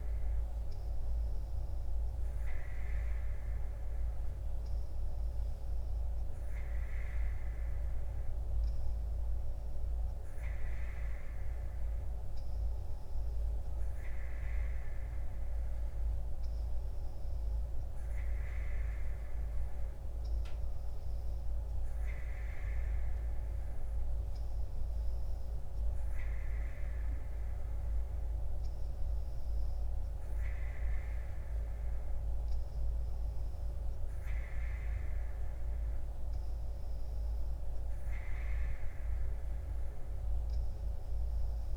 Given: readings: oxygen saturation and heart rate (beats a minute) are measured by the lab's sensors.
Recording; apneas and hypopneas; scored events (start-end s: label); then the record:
breathing in sleep, hard to hear, by a room microphone; none
none scored
From the record:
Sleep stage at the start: N3 (deep sleep); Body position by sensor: on the right side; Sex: female